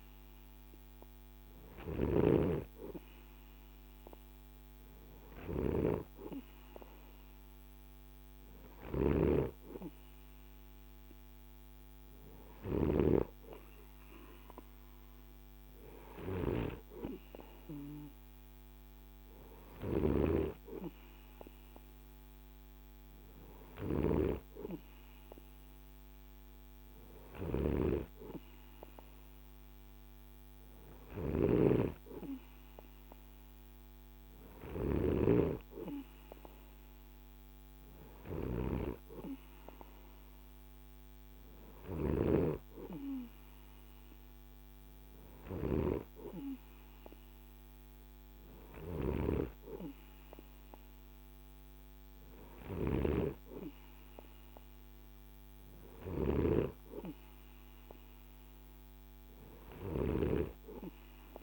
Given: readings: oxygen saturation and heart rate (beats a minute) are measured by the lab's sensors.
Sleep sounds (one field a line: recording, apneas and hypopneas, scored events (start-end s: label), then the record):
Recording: breathing in sleep by a microphone on the trachea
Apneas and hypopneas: none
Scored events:
0.00-12.00 s: snoring (device-marked)
26.50-34.50 s: snoring (device-marked)
41.00-48.50 s: snoring (device-marked)
55.00-61.42 s: snoring (device-marked)
From the record:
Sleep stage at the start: N2 (light sleep)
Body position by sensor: on the right side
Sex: male